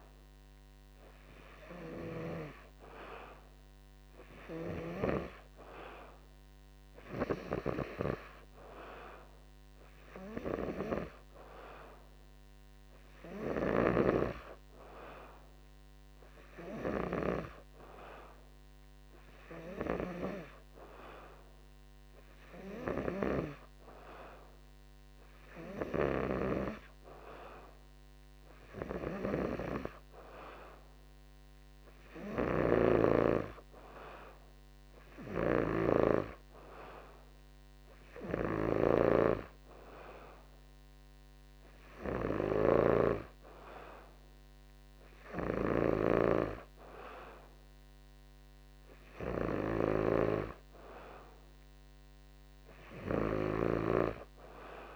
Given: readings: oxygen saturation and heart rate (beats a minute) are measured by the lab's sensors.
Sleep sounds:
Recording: breathing in sleep by a microphone on the trachea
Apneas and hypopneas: none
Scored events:
none scored
From the record:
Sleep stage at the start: N2 (light sleep)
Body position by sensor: on the back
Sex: male

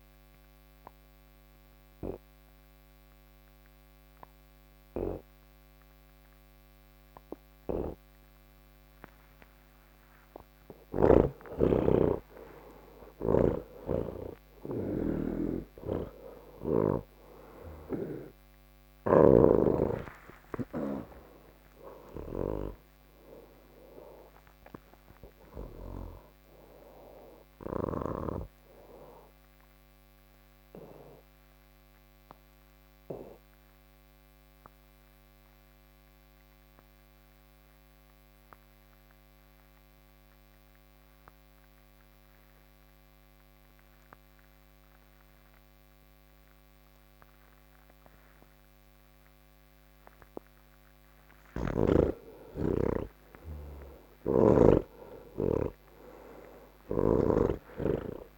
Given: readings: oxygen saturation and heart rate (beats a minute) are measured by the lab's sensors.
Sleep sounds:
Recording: breathing in sleep by a microphone on the trachea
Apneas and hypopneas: none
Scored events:
0.00-7.00 s: oxygen desaturation (device-marked, oxygen 86% lowest, heart rate 74 extreme)
13.00-16.50 s: snoring (device-marked)
20.00-47.00 s: oxygen desaturation (device-marked, oxygen 91% before, 83% lowest, heart rate 77 before, 76 extreme)
51.00-54.50 s: snoring (device-marked)
From the record:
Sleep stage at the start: N1 (lightest sleep)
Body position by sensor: on the back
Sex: male

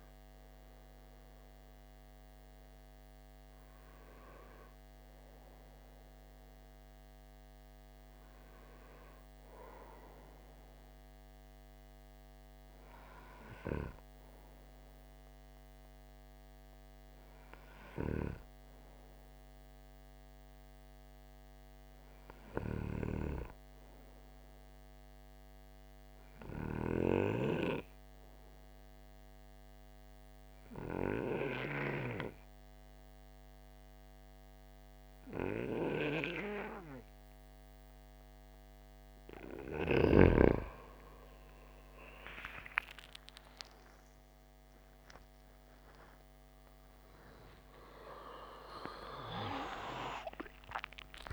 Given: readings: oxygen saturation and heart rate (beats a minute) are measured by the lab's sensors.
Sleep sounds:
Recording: a person partly awake in a sleep study, by a microphone on the trachea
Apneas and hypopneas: 1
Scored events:
0.00-19.50 s: oxygen desaturation (device-marked, oxygen 90% lowest)
24.00-39.00 s: obstructive apnea (oxygen 96% before, 91% lowest)
31.50-51.33 s: new sleep stage, awake
From the record:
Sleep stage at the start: N2 (light sleep)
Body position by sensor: on the right side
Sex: male

